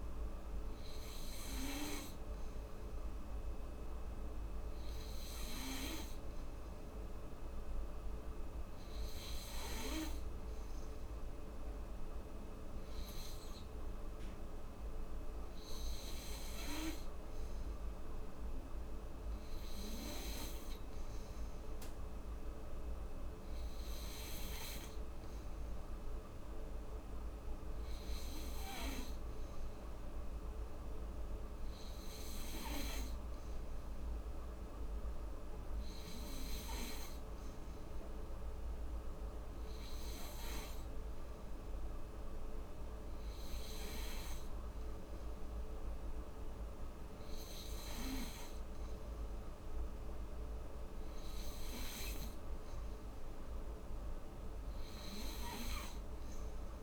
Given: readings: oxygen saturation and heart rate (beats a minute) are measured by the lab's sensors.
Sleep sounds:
breathing in sleep by a room microphone; none
none scored
From the record:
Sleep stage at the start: N3 (deep sleep); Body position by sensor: on the back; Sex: female

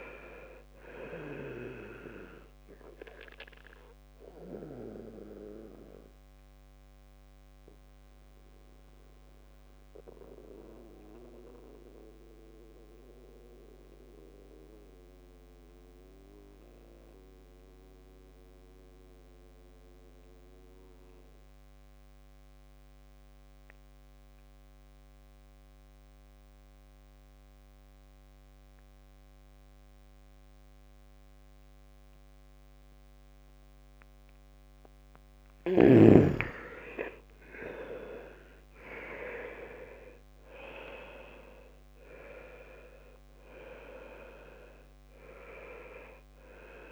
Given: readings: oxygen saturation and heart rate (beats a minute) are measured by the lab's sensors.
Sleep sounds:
breathing in sleep by a microphone on the trachea; 1
0.00-25.00 s: oxygen desaturation (device-marked, oxygen 81% lowest, heart rate 60 extreme)
4.50-34.50 s: mixed apnea (oxygen 97% before, 77% lowest, heart rate 65 before, 60 extreme, up 7 after)
30.00-46.92 s: oxygen desaturation (device-marked, oxygen 98% before, 77% lowest, heart rate 65 before, 62 extreme)
36.50-40.50 s: arousal
From the record:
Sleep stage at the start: N2 (light sleep); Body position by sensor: on the back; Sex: male

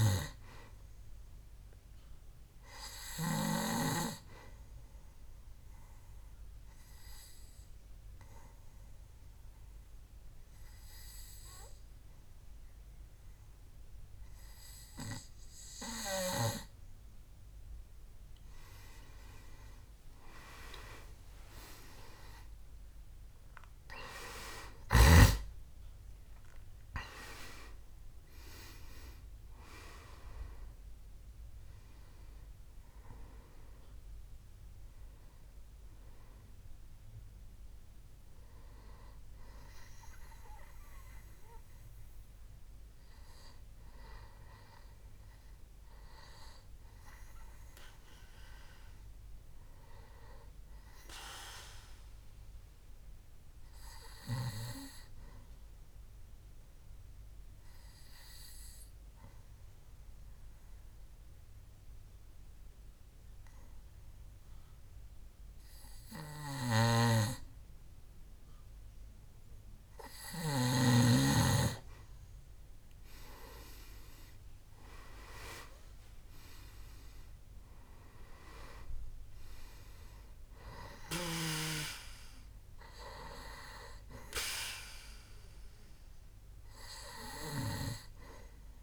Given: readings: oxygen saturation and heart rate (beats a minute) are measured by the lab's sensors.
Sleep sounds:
breathing in sleep by a room microphone; 2
6.00-18.50 s: obstructive apnea (oxygen 98% before, 91% lowest, heart rate 66 before, 64 extreme, up 13 after)
8.50-51.50 s: oxygen desaturation (device-marked, oxygen 98% before, 91% lowest, heart rate 66 before, 61 extreme)
21.50-26.50 s: arousal
51.00-70.50 s: obstructive apnea (oxygen 98% before, 90% lowest, heart rate 72 before, 61 extreme, up 10 after)
67.00-71.00 s: snoring (device-marked)
72.50-88.83 s: oxygen desaturation (device-marked, oxygen 97% before, 90% lowest, heart rate 65 before, 63 extreme)
73.00-76.50 s: arousal
From the record:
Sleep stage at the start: N2 (light sleep); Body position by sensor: on the back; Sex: male

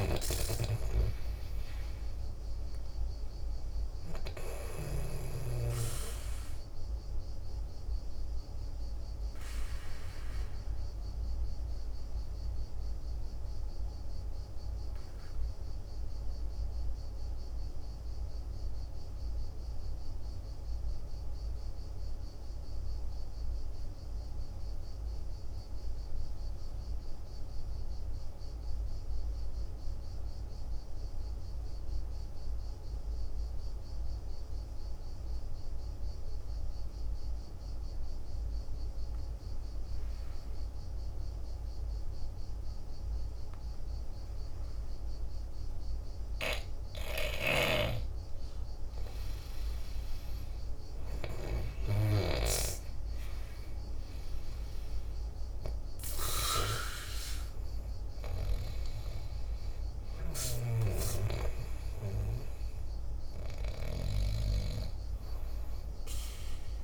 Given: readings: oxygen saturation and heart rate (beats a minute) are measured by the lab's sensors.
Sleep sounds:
breathing in sleep by a room microphone; 1
0.00-5.00 s: snoring (device-marked)
1.50-22.50 s: oxygen desaturation (device-marked, oxygen 96% before, 86% lowest, heart rate 54 before, 49 extreme)
6.00-45.50 s: obstructive apnea (oxygen 99% before, 84% lowest, heart rate 56 before, 49 extreme, up 8 after)
38.50-66.84 s: oxygen desaturation (device-marked, oxygen 98% before, 84% lowest, heart rate 50 before, 50 extreme)
47.50-52.00 s: arousal
From the record:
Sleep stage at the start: N2 (light sleep); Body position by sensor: on the back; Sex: male

